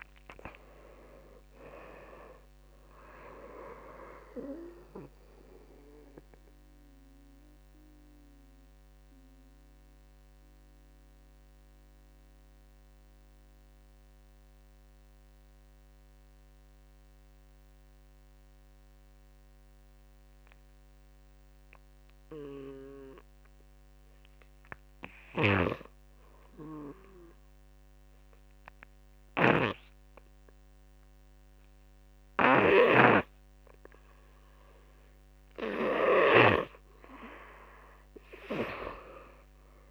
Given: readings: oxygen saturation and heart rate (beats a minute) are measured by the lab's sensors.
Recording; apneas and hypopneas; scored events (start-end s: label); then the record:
breathing in sleep by a microphone on the trachea; 1
0.00-12.00 s: drop in pulse transit time (device-marked, heart rate 46 extreme)
0.00-14.00 s: oxygen desaturation (device-marked, oxygen 86% lowest, heart rate 46 extreme)
5.50-35.00 s: mixed apnea (oxygen 97% before, 82% lowest, heart rate 62 before, 46 extreme, up 19 after)
32.00-36.00 s: snoring (device-marked)
34.00-39.91 s: oxygen desaturation (device-marked, oxygen 97% before, 82% lowest, heart rate 49 before, 47 extreme)
38.00-39.91 s: arousal
From the record:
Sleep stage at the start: N2 (light sleep); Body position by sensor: on the back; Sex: male